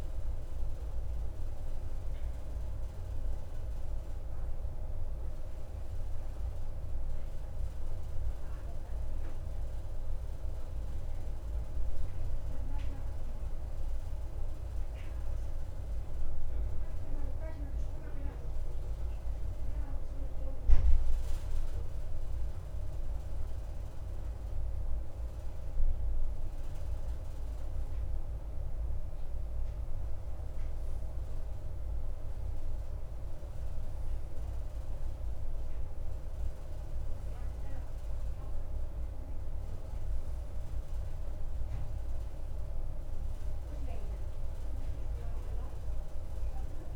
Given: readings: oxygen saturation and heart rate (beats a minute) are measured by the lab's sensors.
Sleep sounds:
breathing in sleep, hard to hear, by a room microphone; 1
0.00-1.00 s: arousal
4.00-18.00 s: hypopnea (oxygen 96% before, 94% lowest, heart rate 57 before, 55 extreme, up 1 after)
21.50-26.00 s: arousal
From the record:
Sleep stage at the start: N2 (light sleep); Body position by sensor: on the right side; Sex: male

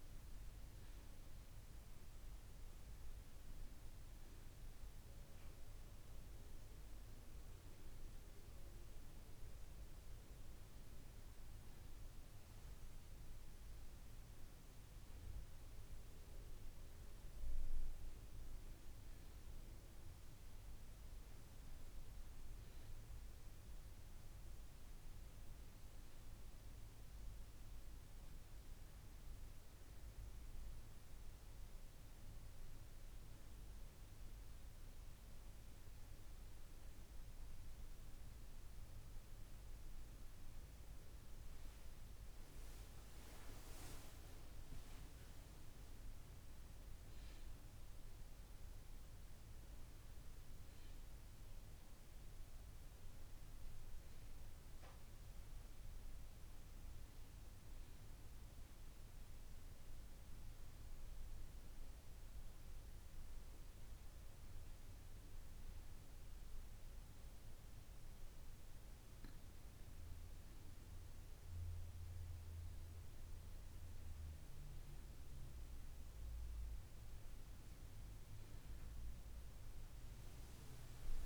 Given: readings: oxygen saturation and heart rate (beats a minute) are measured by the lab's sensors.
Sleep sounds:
breathing in sleep, hard to hear, by a room microphone; none
none scored
From the record:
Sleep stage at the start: N2 (light sleep); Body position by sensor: on the back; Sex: female

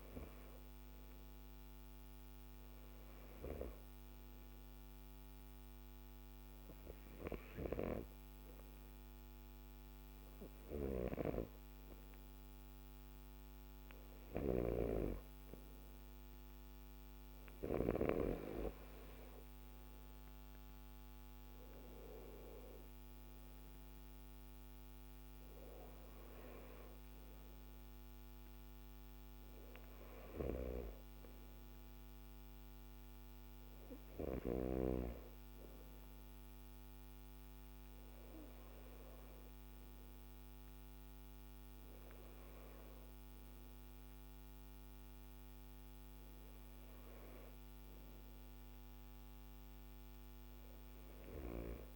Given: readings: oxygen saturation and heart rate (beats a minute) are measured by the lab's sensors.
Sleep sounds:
breathing in sleep by a microphone on the trachea; none
none scored
From the record:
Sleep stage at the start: N2 (light sleep); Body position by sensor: on the left side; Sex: male

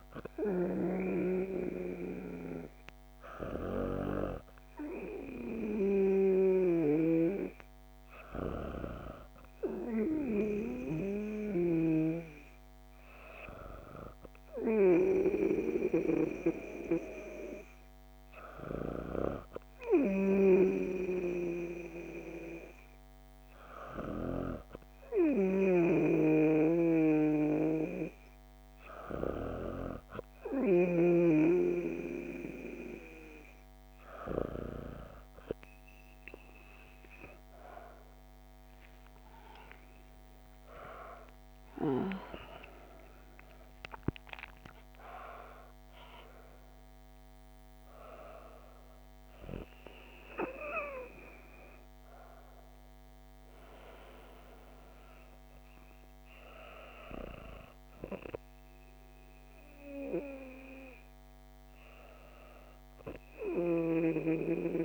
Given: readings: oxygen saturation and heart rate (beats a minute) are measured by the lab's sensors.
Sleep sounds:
breathing in sleep by a microphone on the trachea; none
35.00-64.85 s: new sleep stage, N1 (lightest sleep)
36.00-43.00 s: arousal
From the record:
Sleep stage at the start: N2 (light sleep); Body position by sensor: on the back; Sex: female

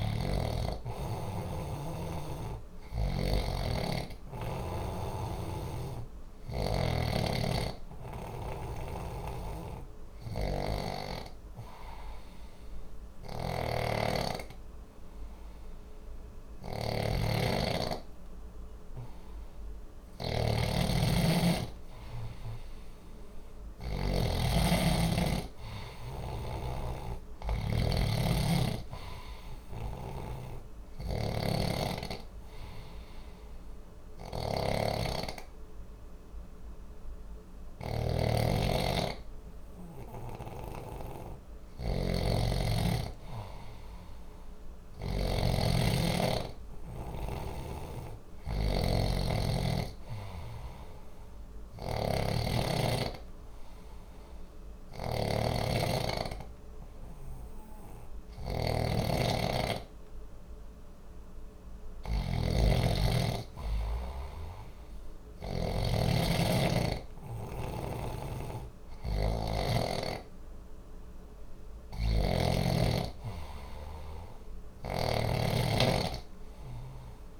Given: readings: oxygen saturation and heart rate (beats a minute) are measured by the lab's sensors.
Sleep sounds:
breathing in sleep by a room microphone; 2
0.00-3.50 s: oxygen desaturation (device-marked, oxygen 91% lowest, heart rate 59 extreme)
3.00-6.50 s: snoring (device-marked)
8.50-24.00 s: snoring (device-marked)
9.00-20.00 s: hypopnea (oxygen 94% before, 91% lowest, heart rate 60 before, 59 extreme, up 1 after)
16.50-30.50 s: oxygen desaturation (device-marked, oxygen 95% before, 91% lowest, heart rate 60 before, 59 extreme)
23.50-27.50 s: arousal
26.00-45.00 s: snoring (device-marked)
43.50-54.50 s: oxygen desaturation (device-marked, oxygen 95% before, 91% lowest, heart rate 61 before, 59 extreme)
47.00-65.50 s: snoring (device-marked)
52.00-62.00 s: hypopnea (oxygen 95% before, 92% lowest, heart rate 61 before, 59 extreme, up 1 after)
64.50-68.50 s: arousal
67.50-77.40 s: snoring (device-marked)
From the record:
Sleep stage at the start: N2 (light sleep); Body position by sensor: on the back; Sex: male

